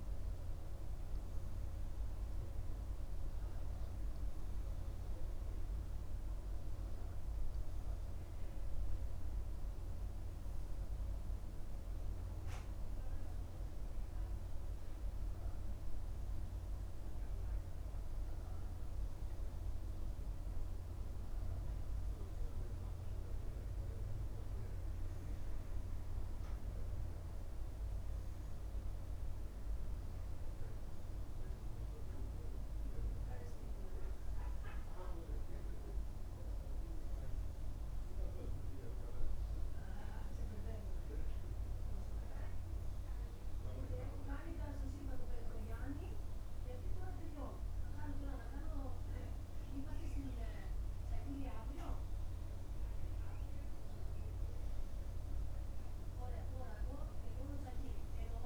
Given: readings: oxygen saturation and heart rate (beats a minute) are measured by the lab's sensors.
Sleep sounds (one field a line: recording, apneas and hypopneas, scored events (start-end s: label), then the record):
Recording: breathing in sleep by a room microphone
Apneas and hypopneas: none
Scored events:
none scored
From the record:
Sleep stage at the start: N2 (light sleep)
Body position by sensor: on the right side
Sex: male